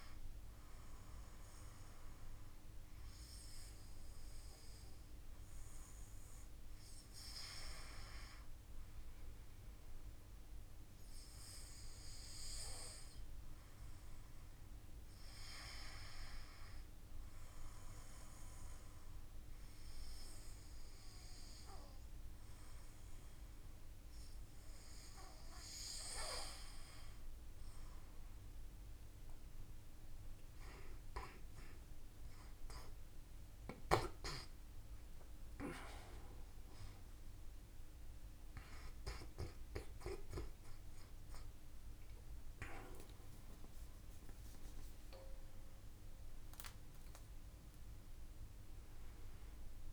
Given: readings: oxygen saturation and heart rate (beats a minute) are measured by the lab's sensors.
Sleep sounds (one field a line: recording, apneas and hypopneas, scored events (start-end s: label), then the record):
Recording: breathing in sleep by a room microphone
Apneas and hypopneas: none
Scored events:
31.00-35.50 s: arousal
39.50-49.93 s: new sleep stage, N1 (lightest sleep)
From the record:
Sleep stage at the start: N2 (light sleep)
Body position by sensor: on the back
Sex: male